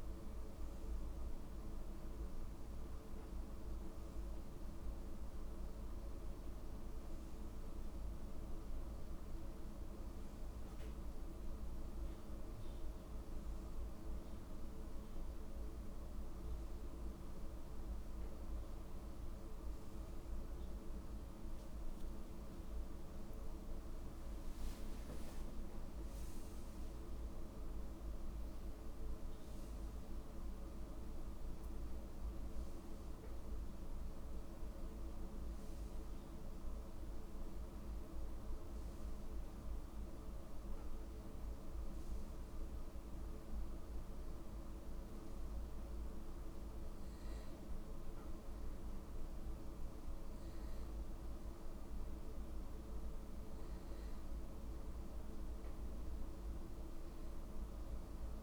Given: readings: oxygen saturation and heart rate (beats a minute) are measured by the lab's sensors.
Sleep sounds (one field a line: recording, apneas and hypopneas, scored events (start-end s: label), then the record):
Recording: breathing in sleep, hard to hear, by a room microphone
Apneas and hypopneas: none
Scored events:
4.50-58.43 s: new sleep stage, N2 (light sleep)
15.50-20.50 s: arousal
17.50-38.50 s: oxygen desaturation (device-marked, oxygen 97% before, 94% lowest)
From the record:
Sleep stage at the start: N1 (lightest sleep)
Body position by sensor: on the right side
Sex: male